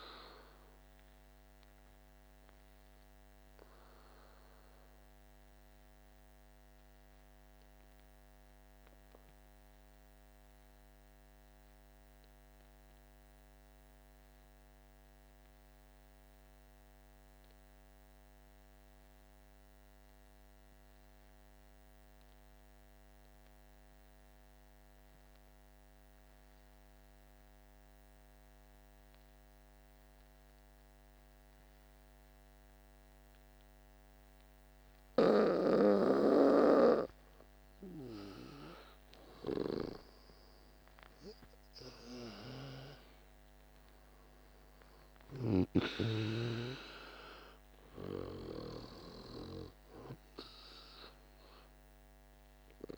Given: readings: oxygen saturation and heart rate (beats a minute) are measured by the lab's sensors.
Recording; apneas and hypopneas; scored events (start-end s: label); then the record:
breathing in sleep by a microphone on the trachea; 1
0.00-15.00 s: oxygen desaturation (device-marked, oxygen 84% lowest, heart rate 48 extreme)
1.00-34.50 s: obstructive apnea (oxygen 98% before, 84% lowest, heart rate 58 before, 48 extreme, up 9 after)
33.00-52.98 s: oxygen desaturation (device-marked, oxygen 99% before, 88% lowest, heart rate 50 before, 48 extreme)
35.00-39.50 s: snoring (device-marked)
36.50-39.50 s: arousal
From the record:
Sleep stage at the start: N2 (light sleep); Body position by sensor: on the back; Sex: male